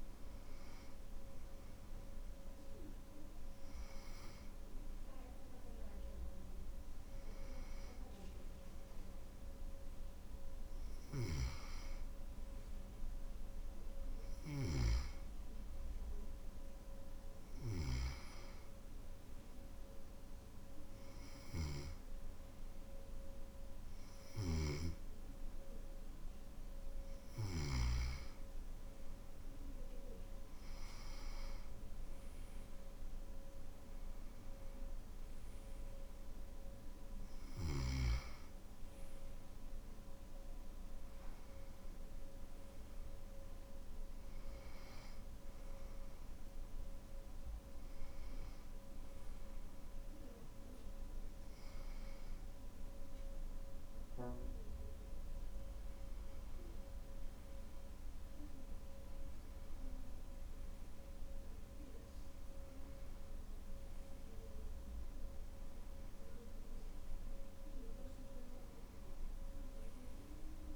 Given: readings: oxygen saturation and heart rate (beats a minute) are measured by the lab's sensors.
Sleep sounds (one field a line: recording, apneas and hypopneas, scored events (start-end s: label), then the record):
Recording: breathing in sleep by a room microphone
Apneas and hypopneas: none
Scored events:
none scored
From the record:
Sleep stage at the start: N2 (light sleep)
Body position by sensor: on the back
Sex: male